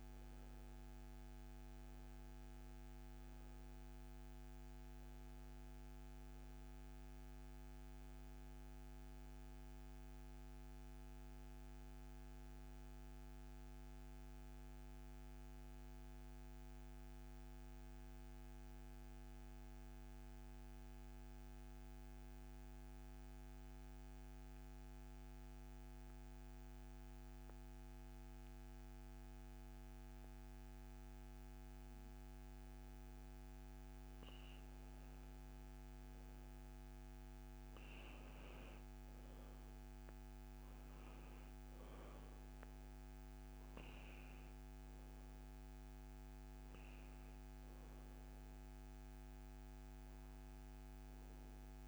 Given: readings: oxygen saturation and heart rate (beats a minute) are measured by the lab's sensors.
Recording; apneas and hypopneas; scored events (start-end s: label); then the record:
breathing in sleep, hard to hear, by a microphone on the trachea; 1
0.00-11.00 s: oxygen desaturation (device-marked, oxygen 86% lowest, heart rate 63 extreme)
17.00-34.00 s: obstructive apnea (oxygen 97% before, 87% lowest, heart rate 76 before, 63 extreme, up 6 after)
35.00-51.88 s: oxygen desaturation (device-marked, oxygen 96% before, 88% lowest, heart rate 69 before, 64 extreme)
36.00-40.50 s: arousal
From the record:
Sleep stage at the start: N2 (light sleep); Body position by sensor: on the back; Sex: male